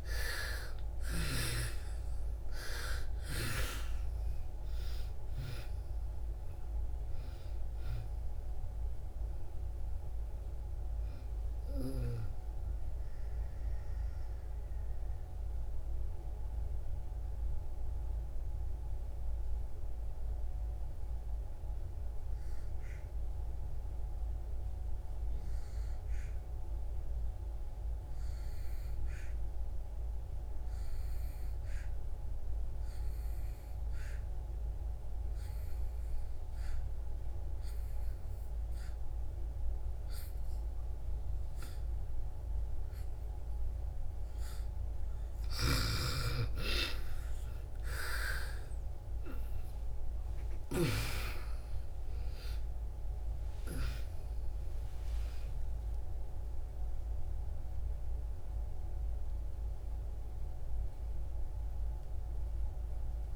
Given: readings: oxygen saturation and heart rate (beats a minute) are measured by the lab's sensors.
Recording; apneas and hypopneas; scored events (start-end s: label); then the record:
a person partly awake in a sleep study, by a room microphone; 1
0.00-1.00 s: snoring (device-marked)
0.00-4.00 s: arousal
0.00-26.50 s: oxygen desaturation (device-marked, oxygen 75% lowest)
12.00-44.00 s: mixed apnea (oxygen 98% before, 75% lowest)
31.50-63.36 s: oxygen desaturation (device-marked, oxygen 99% before, 78% lowest)
45.00-50.50 s: snoring (device-marked)
47.50-63.36 s: new sleep stage, awake
From the record:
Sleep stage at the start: N2 (light sleep); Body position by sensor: on the back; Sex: female